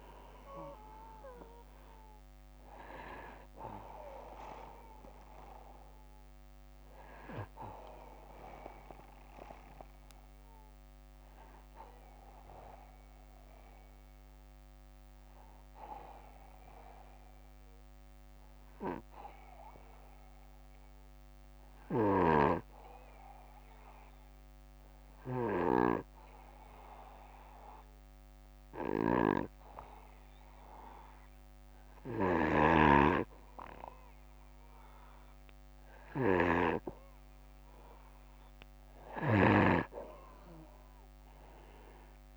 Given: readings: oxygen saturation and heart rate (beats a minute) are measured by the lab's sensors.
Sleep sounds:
breathing in sleep by a microphone on the trachea; 1
10.00-38.00 s: obstructive apnea (oxygen 96% before, 91% lowest, heart rate 65 before, 58 extreme, up 5 after)
21.50-39.00 s: snoring (device-marked)
From the record:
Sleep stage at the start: N2 (light sleep); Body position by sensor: on the back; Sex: male

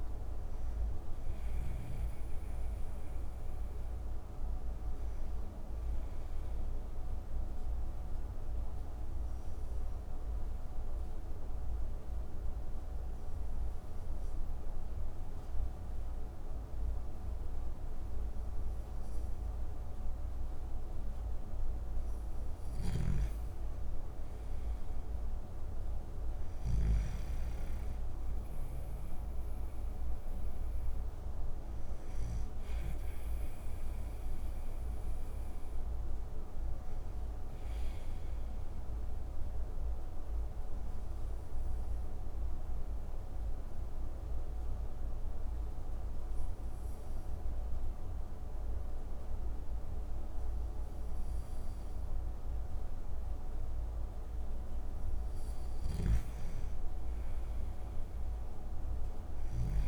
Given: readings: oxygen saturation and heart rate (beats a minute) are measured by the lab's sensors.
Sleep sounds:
breathing in sleep, hard to hear, by a room microphone; 2
0.00-18.00 s: oxygen desaturation (device-marked, oxygen 96% before, 92% lowest)
6.50-21.00 s: obstructive apnea (oxygen 96% before, 92% lowest)
24.00-27.50 s: arousal
31.00-51.00 s: oxygen desaturation (device-marked, oxygen 97% before, 92% lowest)
39.00-53.00 s: obstructive apnea (oxygen 97% before, 92% lowest)
56.50-59.88 s: arousal
From the record:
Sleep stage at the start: N2 (light sleep); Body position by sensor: on the back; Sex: male

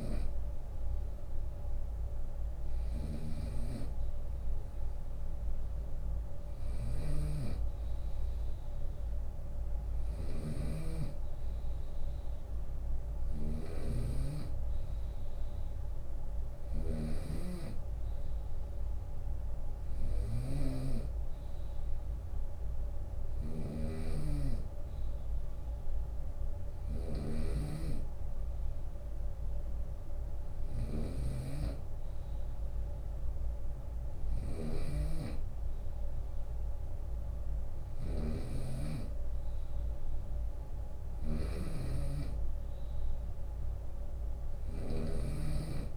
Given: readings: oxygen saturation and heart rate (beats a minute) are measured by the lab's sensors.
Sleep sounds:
breathing in sleep by a room microphone; none
0.00-45.97 s: snoring (device-marked)
6.50-21.50 s: drop in pulse transit time (device-marked, heart rate 75 before, 69 extreme)
8.00-10.00 s: long interval between heartbeats (device-marked, heart rate 74 before, 76 extreme)
9.50-12.50 s: arousal
From the record:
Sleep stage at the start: N2 (light sleep); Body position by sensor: on the right side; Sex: male

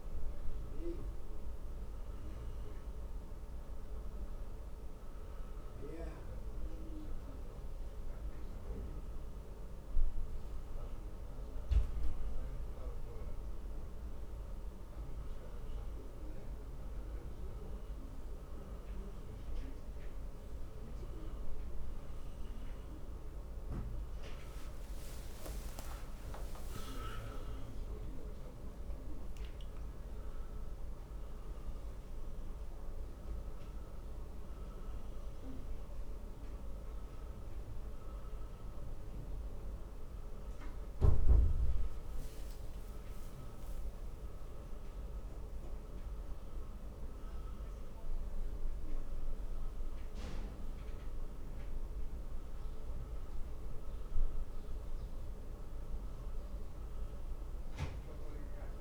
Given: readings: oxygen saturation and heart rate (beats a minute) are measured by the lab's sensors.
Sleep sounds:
breathing in sleep, hard to hear, by a room microphone; none
24.50-28.00 s: arousal
From the record:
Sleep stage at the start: N1 (lightest sleep); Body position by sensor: on the back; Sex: male

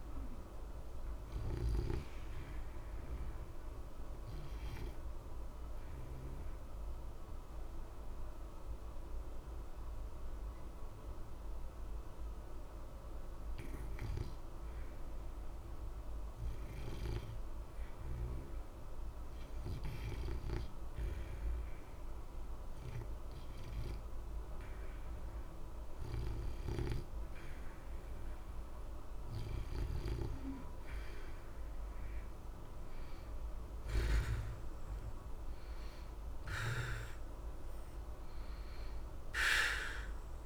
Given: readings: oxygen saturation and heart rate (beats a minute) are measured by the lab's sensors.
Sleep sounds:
breathing in sleep by a room microphone; 1
2.50-21.00 s: obstructive apnea (oxygen 87% before, 83% lowest, heart rate 60 before, 60 extreme, up 0 after)
3.00-23.00 s: oxygen desaturation (device-marked, oxygen 87% before, 83% lowest, heart rate 60 before, 60 extreme)
25.50-30.00 s: arousal
From the record:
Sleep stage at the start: REM sleep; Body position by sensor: on the back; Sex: male

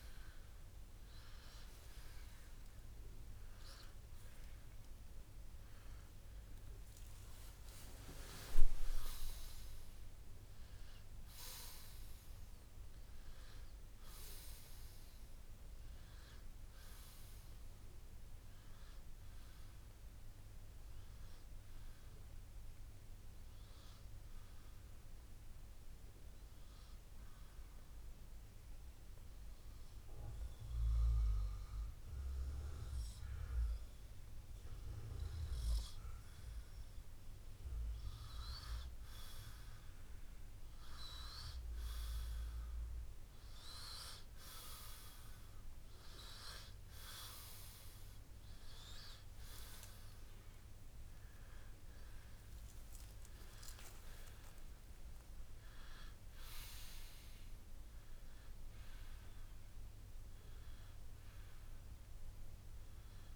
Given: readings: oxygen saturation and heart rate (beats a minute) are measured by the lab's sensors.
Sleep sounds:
breathing in sleep by a room microphone; 1
2.00-6.00 s: arousal
22.50-37.00 s: hypopnea (oxygen 94% before, 91% lowest, heart rate 64 before, 60 extreme, up 4 after)
41.50-45.50 s: arousal
48.00-63.36 s: oxygen desaturation (device-marked, oxygen 95% before, 91% lowest, heart rate 62 before, 60 extreme)
From the record:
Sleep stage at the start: N2 (light sleep); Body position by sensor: on the right side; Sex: male

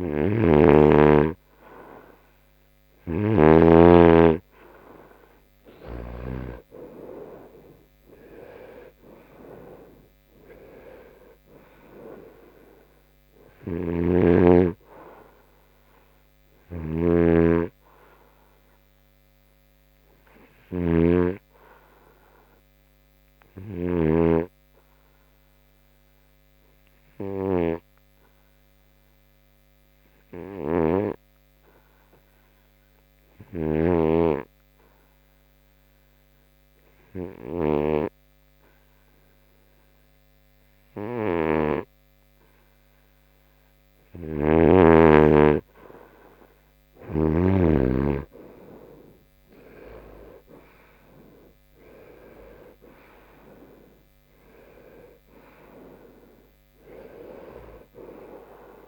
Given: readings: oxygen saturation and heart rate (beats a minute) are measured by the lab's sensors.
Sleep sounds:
breathing in sleep by a microphone on the trachea; 1
0.50-4.00 s: snoring (device-marked)
3.00-42.00 s: oxygen desaturation (device-marked, oxygen 97% before, 89% lowest, heart rate 67 before, 64 extreme)
24.00-45.50 s: hypopnea (oxygen 97% before, 88% lowest, heart rate 77 before, 64 extreme, up 16 after)
44.50-48.00 s: snoring (device-marked)
49.50-54.00 s: arousal
From the record:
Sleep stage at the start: N2 (light sleep); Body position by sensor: on the right side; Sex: male

